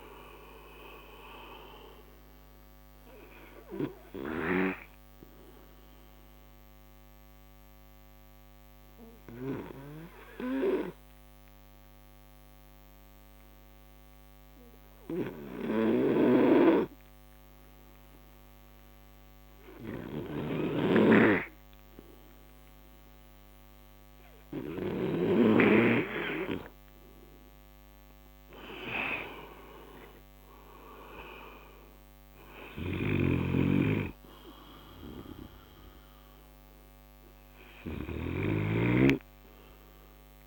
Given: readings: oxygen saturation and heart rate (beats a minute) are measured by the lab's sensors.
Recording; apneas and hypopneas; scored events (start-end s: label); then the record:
breathing in sleep by a microphone on the trachea; 1
2.00-23.00 s: oxygen desaturation (device-marked, oxygen 94% before, 89% lowest)
5.50-26.00 s: obstructive apnea (oxygen 97% before, 87% lowest)
25.00-40.47 s: oxygen desaturation (device-marked, oxygen 97% before, 87% lowest)
28.50-30.50 s: arousal
From the record:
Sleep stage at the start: N2 (light sleep); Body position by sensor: on the right side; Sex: male